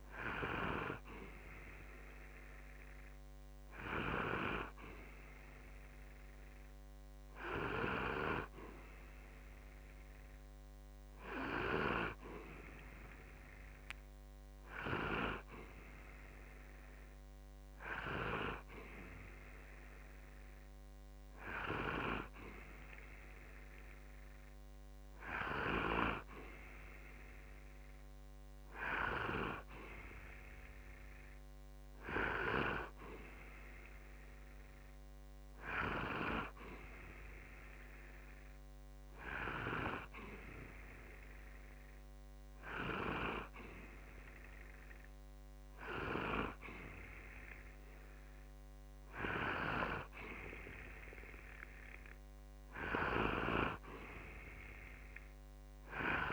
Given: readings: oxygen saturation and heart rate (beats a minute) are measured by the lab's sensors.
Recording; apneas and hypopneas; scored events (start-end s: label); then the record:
breathing in sleep by a microphone on the trachea; none
none scored
From the record:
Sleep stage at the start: N2 (light sleep); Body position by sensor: on the back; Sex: male